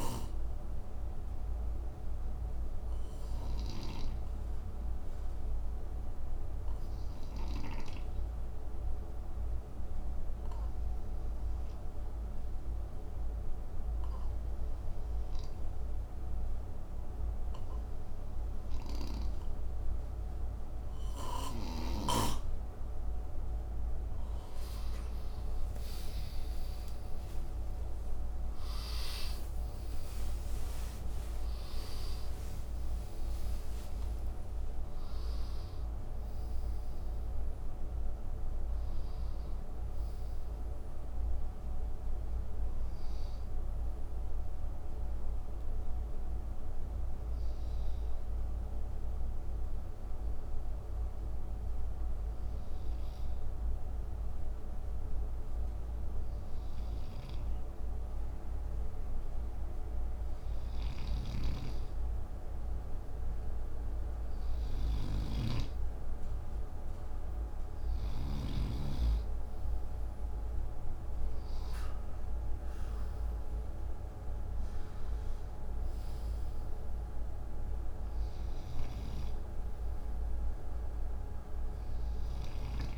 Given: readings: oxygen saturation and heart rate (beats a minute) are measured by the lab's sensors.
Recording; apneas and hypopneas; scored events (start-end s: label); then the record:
breathing in sleep by a room microphone; 2
0.00-3.50 s: snoring (device-marked)
4.50-21.00 s: obstructive apnea (oxygen 96% before, 93% lowest, heart rate 64 before, 57 extreme, up 29 after)
25.00-30.00 s: arousal
45.00-61.50 s: hypopnea (oxygen 96% before, 93% lowest, heart rate 98 before, 54 extreme, up 6 after)
60.00-68.00 s: snoring (device-marked)
63.50-68.50 s: arousal
70.00-82.98 s: oxygen desaturation (device-marked, oxygen 98% before, 94% lowest, heart rate 57 before, 58 extreme)
78.00-82.50 s: snoring (device-marked)
From the record:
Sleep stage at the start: N2 (light sleep); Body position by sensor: on the right side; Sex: male